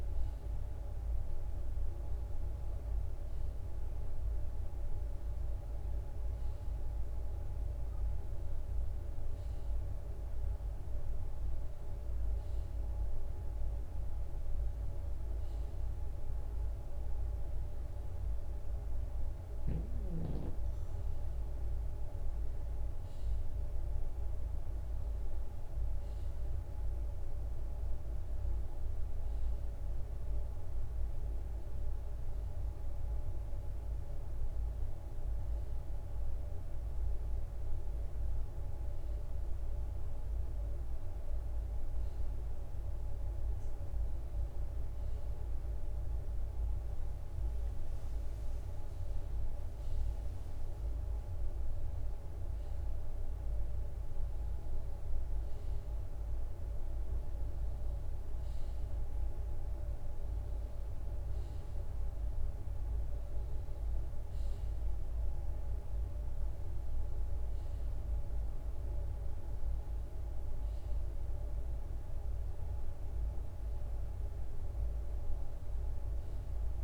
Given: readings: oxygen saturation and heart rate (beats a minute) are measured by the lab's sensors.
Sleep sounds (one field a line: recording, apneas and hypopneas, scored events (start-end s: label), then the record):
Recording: breathing in sleep, hard to hear, by a room microphone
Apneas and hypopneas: none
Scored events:
44.00-47.50 s: arousal
55.00-58.00 s: bradycardia (device-marked, heart rate 57 before, 60 extreme)
From the record:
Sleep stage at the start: N1 (lightest sleep)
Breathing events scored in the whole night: 153 in 4.2 hours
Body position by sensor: on the left side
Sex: male